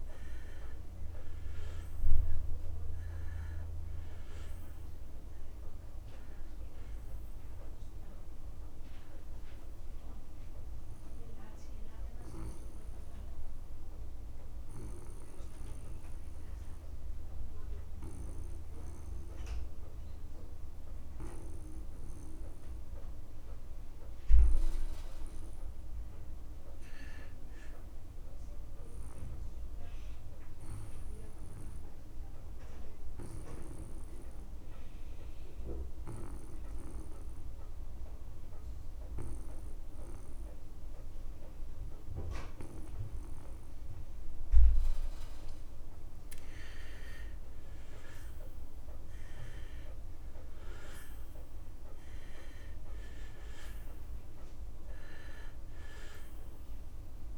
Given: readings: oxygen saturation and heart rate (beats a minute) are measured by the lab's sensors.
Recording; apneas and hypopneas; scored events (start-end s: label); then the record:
breathing in sleep by a room microphone; 2
0.00-23.50 s: oxygen desaturation (device-marked, oxygen 80% lowest)
11.00-24.00 s: obstructive apnea (oxygen 99% before, 80% lowest)
26.00-29.00 s: arousal
31.00-46.00 s: obstructive apnea (oxygen 99% before, 84% lowest)
42.50-57.38 s: oxygen desaturation (device-marked, oxygen 98% before, 86% lowest)
48.50-52.00 s: arousal
From the record:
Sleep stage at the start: N2 (light sleep); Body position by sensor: on the back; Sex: male